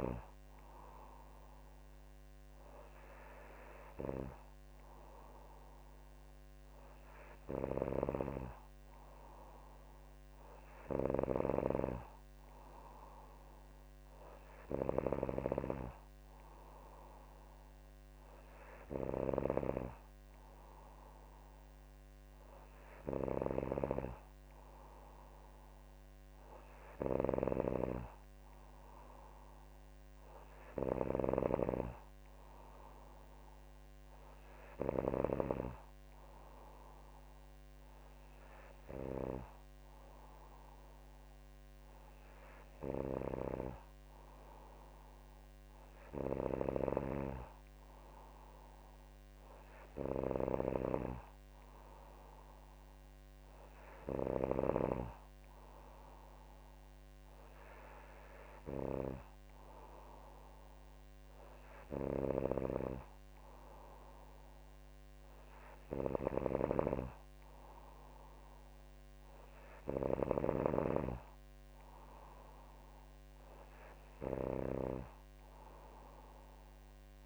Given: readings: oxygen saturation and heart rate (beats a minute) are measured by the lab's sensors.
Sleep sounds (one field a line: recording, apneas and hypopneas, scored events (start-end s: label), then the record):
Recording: breathing in sleep by a microphone on the trachea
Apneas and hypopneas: none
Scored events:
none scored
From the record:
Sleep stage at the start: N3 (deep sleep)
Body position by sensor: on the back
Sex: female